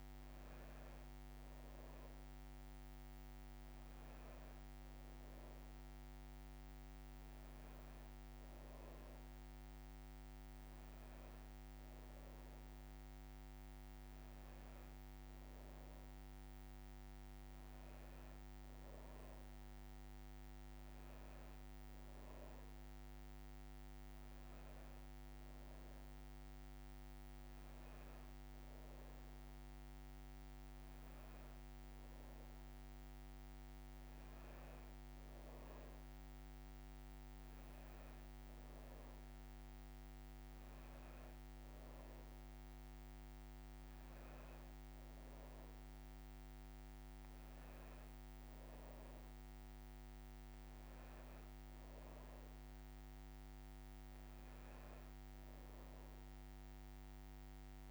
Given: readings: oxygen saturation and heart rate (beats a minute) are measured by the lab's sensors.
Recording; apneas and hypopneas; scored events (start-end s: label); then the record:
breathing in sleep, hard to hear, by a microphone on the trachea; none
none scored
From the record:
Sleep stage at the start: N2 (light sleep); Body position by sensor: on the back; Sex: female